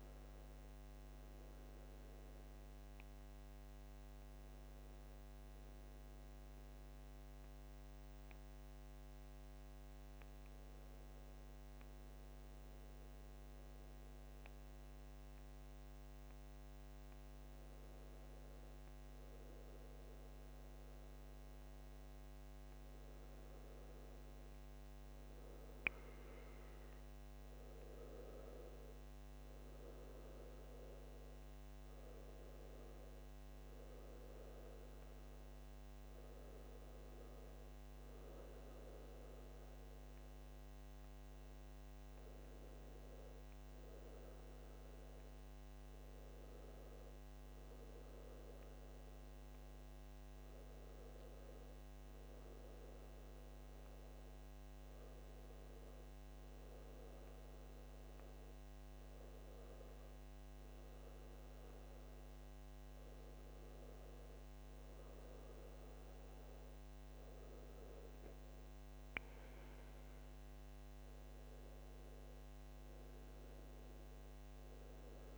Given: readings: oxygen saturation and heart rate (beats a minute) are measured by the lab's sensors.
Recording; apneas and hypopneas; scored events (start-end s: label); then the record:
breathing in sleep, hard to hear, by a microphone on the trachea; 1
0.00-2.50 s: oxygen desaturation (device-marked, oxygen 86% lowest, heart rate 67 extreme)
4.00-66.00 s: obstructive apnea (oxygen 98% before, 91% lowest, heart rate 105 before, 67 extreme, up 4 after)
24.50-41.50 s: oxygen desaturation (device-marked, oxygen 98% before, 93% lowest, heart rate 68 before, 67 extreme)
69.00-74.00 s: arousal
From the record:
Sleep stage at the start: N1 (lightest sleep); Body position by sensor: on the back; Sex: male